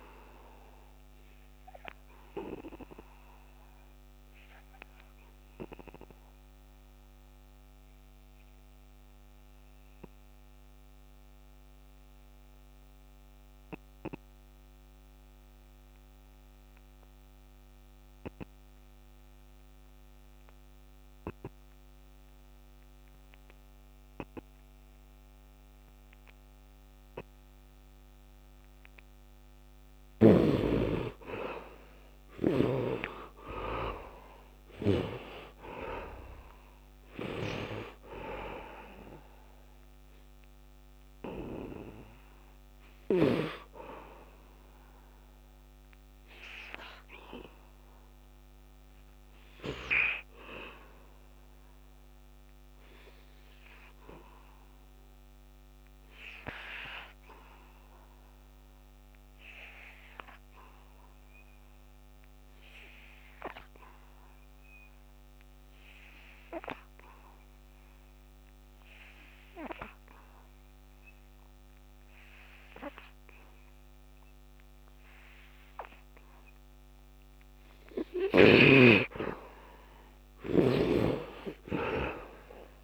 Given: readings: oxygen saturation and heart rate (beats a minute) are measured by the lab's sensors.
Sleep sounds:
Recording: breathing in sleep by a microphone on the trachea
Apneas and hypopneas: 2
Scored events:
0.00-19.00 s: oxygen desaturation (device-marked, oxygen 57% lowest, heart rate 67 extreme)
3.50-28.00 s: obstructive apnea (oxygen 98% before, 51% lowest, heart rate 81 before, 67 extreme, up 29 after)
27.00-57.00 s: oxygen desaturation (device-marked, oxygen 96% before, 51% lowest, heart rate 73 before, 71 extreme)
30.00-33.50 s: arousal
47.00-77.00 s: obstructive apnea (oxygen 96% before, 51% lowest, heart rate 88 before, 71 extreme, up 19 after)
69.00-82.83 s: oxygen desaturation (device-marked, oxygen 98% before, 62% lowest, heart rate 79 before, 72 extreme)
79.50-82.83 s: arousal
From the record:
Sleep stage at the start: N2 (light sleep)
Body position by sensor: on the right side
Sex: male

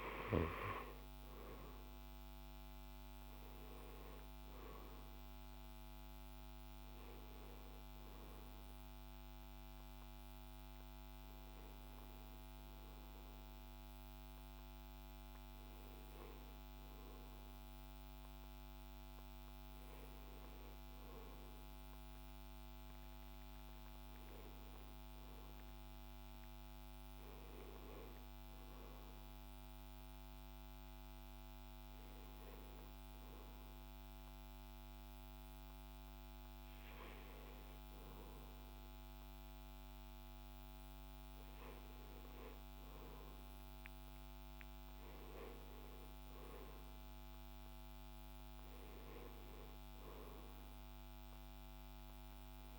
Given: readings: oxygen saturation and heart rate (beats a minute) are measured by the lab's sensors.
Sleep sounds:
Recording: breathing in sleep, hard to hear, by a microphone on the trachea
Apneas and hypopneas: 1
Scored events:
2.50-22.50 s: oxygen desaturation (device-marked, oxygen 96% before, 88% lowest, heart rate 71 before, 78 extreme)
24.50-28.50 s: arousal
32.00-43.50 s: hypopnea (oxygen 94% before, 90% lowest, heart rate 80 before, 78 extreme, up 3 after)
From the record:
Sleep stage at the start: N1 (lightest sleep)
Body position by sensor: on the left side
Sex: male

